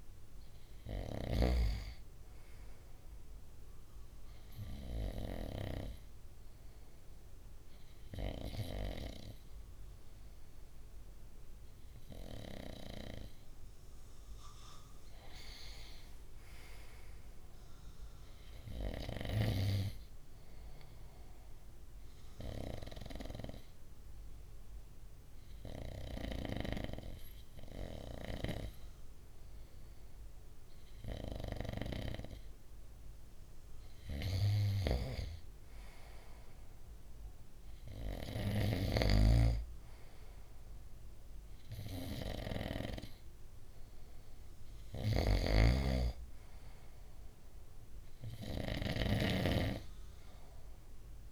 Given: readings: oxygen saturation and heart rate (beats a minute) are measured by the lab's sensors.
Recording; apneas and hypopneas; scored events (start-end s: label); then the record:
breathing in sleep by a room microphone; 2
4.50-15.50 s: obstructive apnea (oxygen 97% before, 93% lowest, heart rate 63 before, 63 extreme, up 2 after)
16.50-19.00 s: arousal
21.00-31.50 s: obstructive apnea (oxygen 96% before, 93% lowest, heart rate 66 before, 63 extreme, up 2 after)
33.50-37.00 s: arousal
38.50-45.00 s: snoring (device-marked)
From the record:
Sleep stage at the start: N2 (light sleep); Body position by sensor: on the right side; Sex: male